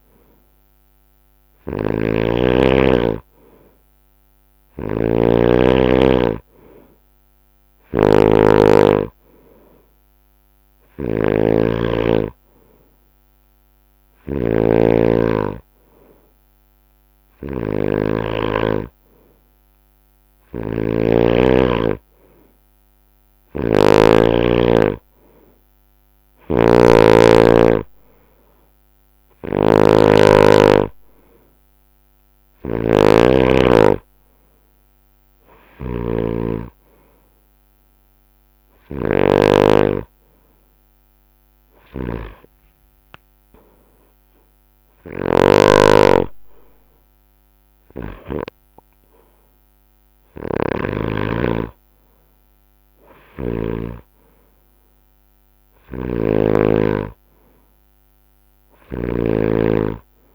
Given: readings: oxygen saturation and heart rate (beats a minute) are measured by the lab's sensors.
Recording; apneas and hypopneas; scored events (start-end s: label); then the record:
breathing in sleep by a microphone on the trachea; none
0.00-21.00 s: snoring (device-marked)
23.00-53.50 s: snoring (device-marked)
55.50-60.35 s: snoring (device-marked)
From the record:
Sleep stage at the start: N2 (light sleep); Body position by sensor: on the right side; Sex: male